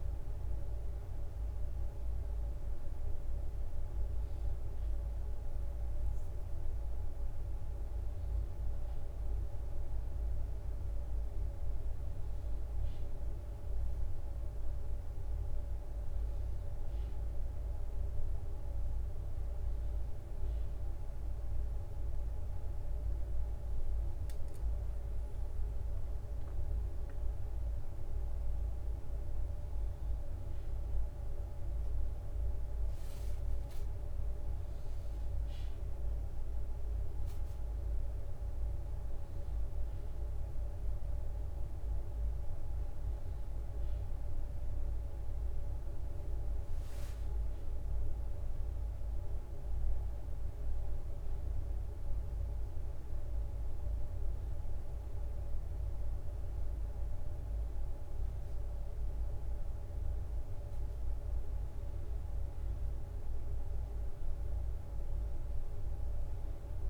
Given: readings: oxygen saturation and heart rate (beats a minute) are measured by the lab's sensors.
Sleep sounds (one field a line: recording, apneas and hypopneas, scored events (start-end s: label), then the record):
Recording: a person awake in a sleep study, hard to hear, by a room microphone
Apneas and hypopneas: none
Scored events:
none scored
From the record:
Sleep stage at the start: awake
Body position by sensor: on the back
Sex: male